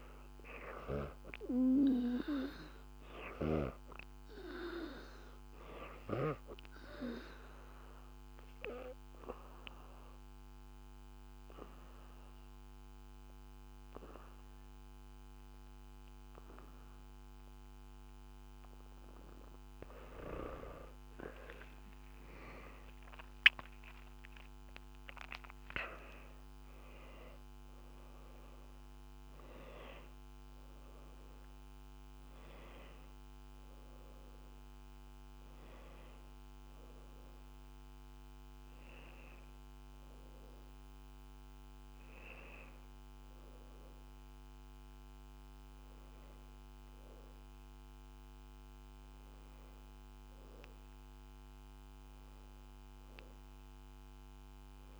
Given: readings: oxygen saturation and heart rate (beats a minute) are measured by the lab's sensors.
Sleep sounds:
breathing in sleep by a microphone on the trachea; 1
1.00-5.00 s: arousal
8.00-20.50 s: obstructive apnea (oxygen 94% before, 78% lowest, heart rate 87 before, 83 extreme, up 6 after)
21.50-25.50 s: arousal
22.00-55.00 s: oxygen desaturation (device-marked, oxygen 95% before, 78% lowest, heart rate 86 before, 89 extreme)
From the record:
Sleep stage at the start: N2 (light sleep); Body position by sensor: on the back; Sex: female

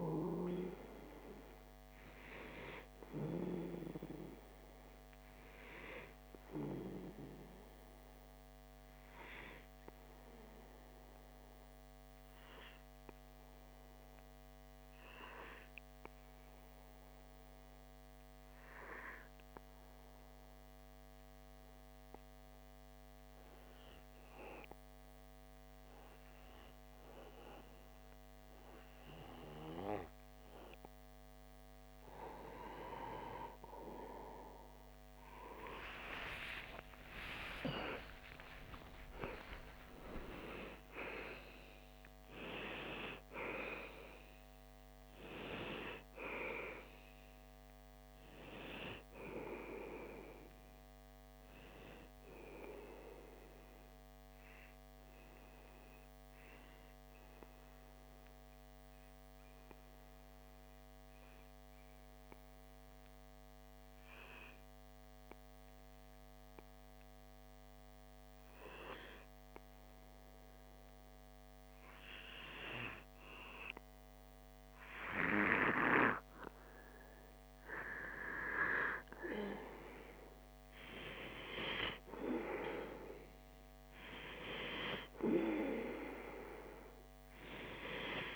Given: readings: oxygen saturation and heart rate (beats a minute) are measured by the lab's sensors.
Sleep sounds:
breathing in sleep by a microphone on the trachea; 2
9.00-29.50 s: obstructive apnea (oxygen 96% before, 93% lowest)
35.00-39.50 s: arousal
54.50-75.00 s: obstructive apnea (oxygen 96% before, 93% lowest)
79.00-84.00 s: arousal
From the record:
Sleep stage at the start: N2 (light sleep); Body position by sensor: on the back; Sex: male

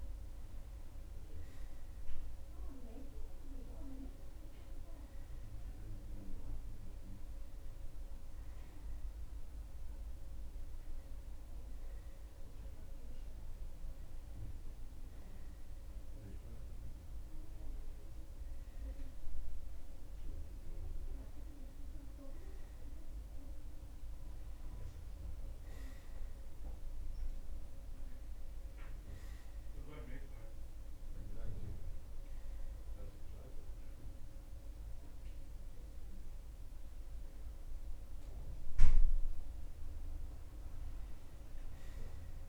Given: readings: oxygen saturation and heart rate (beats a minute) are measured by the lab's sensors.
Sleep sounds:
breathing in sleep by a room microphone; none
30.50-42.49 s: new sleep stage, N2 (light sleep)
From the record:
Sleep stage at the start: N1 (lightest sleep); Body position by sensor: on the right side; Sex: male

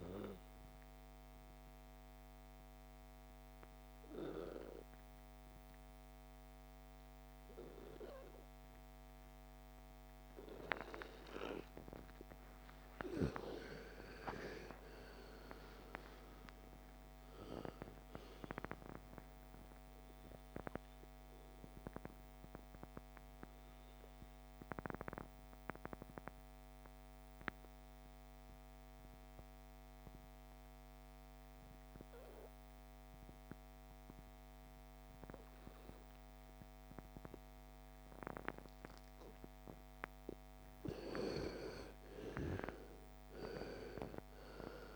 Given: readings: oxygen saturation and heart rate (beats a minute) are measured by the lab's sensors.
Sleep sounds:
breathing in sleep by a microphone on the trachea; 2
0.00-7.50 s: oxygen desaturation (device-marked, oxygen 86% lowest, heart rate 37 extreme)
1.00-12.00 s: obstructive apnea (oxygen 98% before, 84% lowest, heart rate 49 before, 29 extreme, up 26 after)
13.00-16.50 s: arousal
16.50-41.50 s: oxygen desaturation (device-marked, oxygen 98% before, 89% lowest, heart rate 44 before, 28 extreme)
23.50-40.00 s: obstructive apnea (oxygen 98% before, 84% lowest, heart rate 51 before, 28 extreme, up 49 after)
41.50-44.95 s: arousal
From the record:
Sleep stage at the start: N2 (light sleep); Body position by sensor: on the back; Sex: female

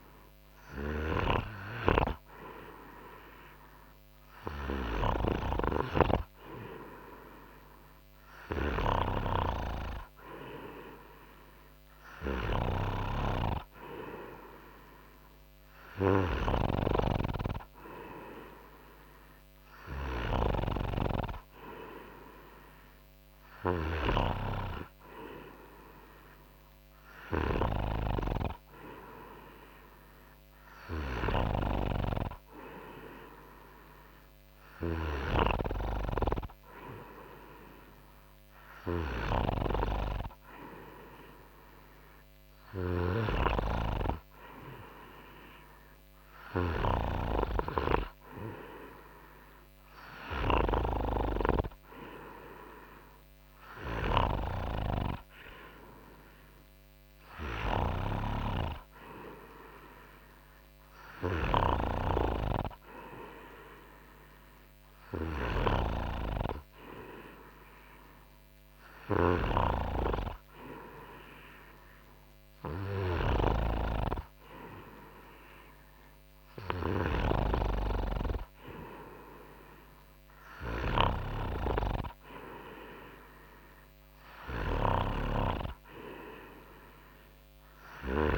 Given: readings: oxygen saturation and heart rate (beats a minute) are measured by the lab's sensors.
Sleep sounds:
breathing in sleep by a microphone on the trachea; none
13.00-17.50 s: snoring (device-marked)
From the record:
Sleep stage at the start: N3 (deep sleep); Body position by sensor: on the front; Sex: male

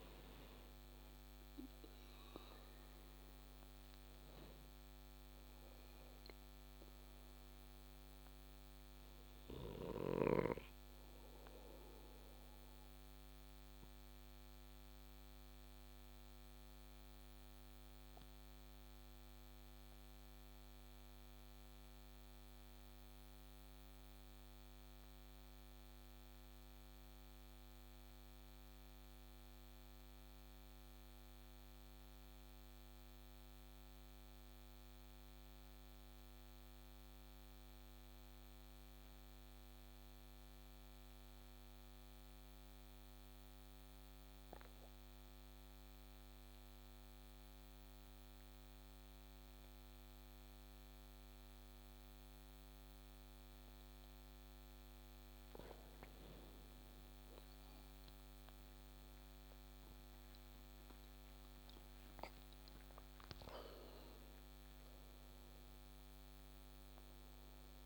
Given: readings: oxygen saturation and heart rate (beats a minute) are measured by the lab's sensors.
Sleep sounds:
breathing in sleep, hard to hear, by a microphone on the trachea; 1
0.00-1.00 s: oxygen desaturation (device-marked, oxygen 93% lowest)
11.00-53.50 s: obstructive apnea (oxygen 96% before, 93% lowest)
58.00-62.00 s: arousal
From the record:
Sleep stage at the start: N2 (light sleep); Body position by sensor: on the back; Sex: male

